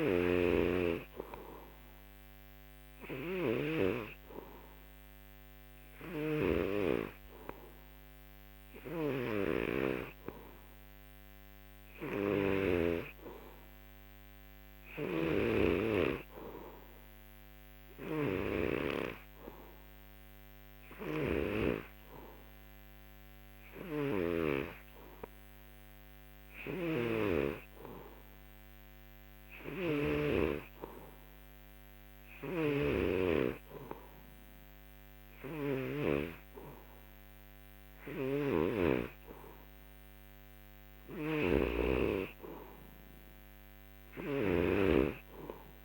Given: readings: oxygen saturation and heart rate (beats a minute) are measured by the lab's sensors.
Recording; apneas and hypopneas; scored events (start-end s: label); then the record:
breathing in sleep by a microphone on the trachea; none
0.00-6.50 s: snoring (device-marked)
15.00-21.50 s: snoring (device-marked)
23.50-30.00 s: snoring (device-marked)
32.00-36.00 s: snoring (device-marked)
38.00-45.85 s: snoring (device-marked)
From the record:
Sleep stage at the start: N3 (deep sleep); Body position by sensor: on the back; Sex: male